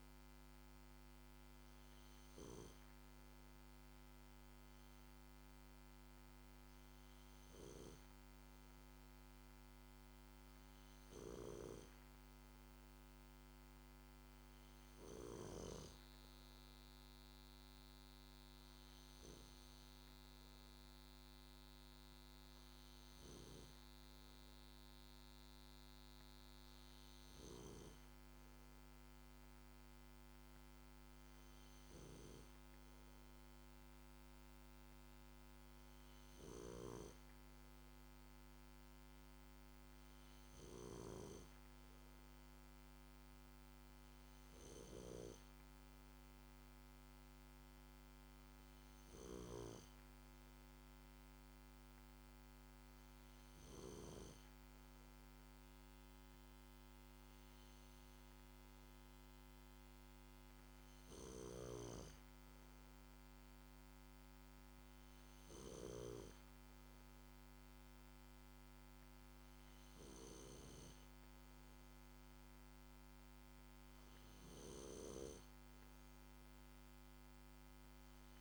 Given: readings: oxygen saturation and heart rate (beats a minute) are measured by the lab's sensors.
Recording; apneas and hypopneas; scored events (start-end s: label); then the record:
breathing in sleep by a microphone on the trachea; none
44.50-49.50 s: snoring (device-marked)
61.00-66.00 s: snoring (device-marked)
From the record:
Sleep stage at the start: N2 (light sleep); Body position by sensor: on the back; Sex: male